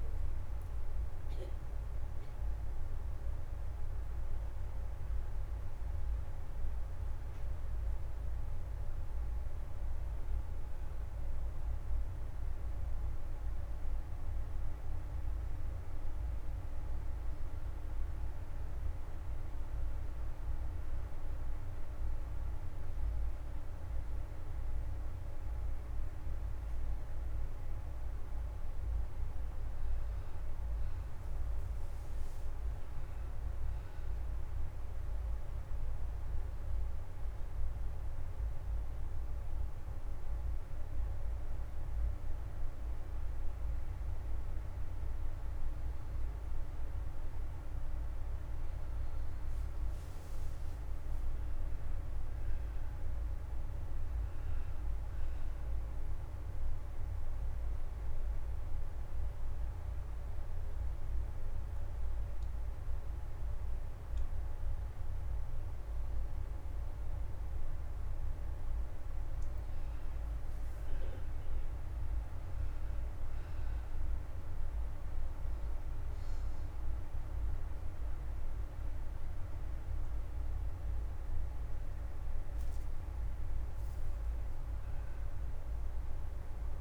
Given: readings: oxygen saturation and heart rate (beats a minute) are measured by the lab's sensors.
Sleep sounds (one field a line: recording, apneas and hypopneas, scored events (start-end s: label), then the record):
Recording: breathing in sleep, hard to hear, by a room microphone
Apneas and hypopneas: 1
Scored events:
4.50-86.81 s: new sleep stage, N2 (light sleep)
22.50-32.50 s: oxygen desaturation (device-marked, oxygen 93% before, 90% lowest)
50.50-55.00 s: arousal
52.50-68.50 s: oxygen desaturation (device-marked, oxygen 93% before, 89% lowest)
60.00-70.00 s: hypopnea (oxygen 93% before, 89% lowest)
76.50-86.50 s: oxygen desaturation (device-marked, oxygen 94% before, 89% lowest)
From the record:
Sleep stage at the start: N1 (lightest sleep)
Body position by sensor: on the back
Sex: male